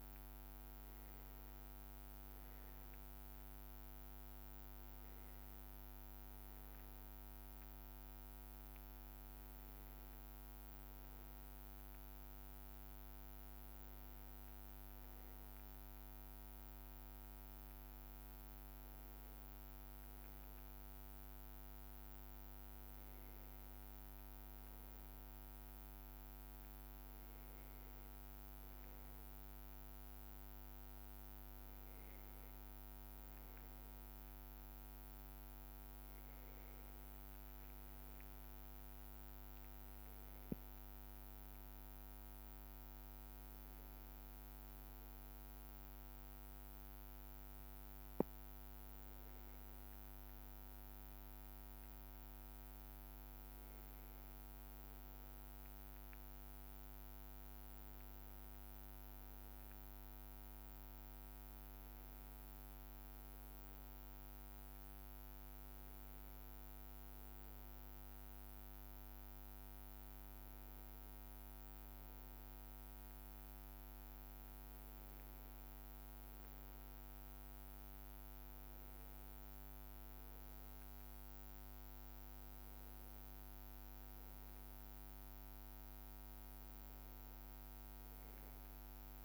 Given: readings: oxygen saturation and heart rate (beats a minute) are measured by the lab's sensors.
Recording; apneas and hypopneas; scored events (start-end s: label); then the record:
breathing in sleep, hard to hear, by a microphone on the trachea; none
none scored
From the record:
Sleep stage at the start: N2 (light sleep); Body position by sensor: on the back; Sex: male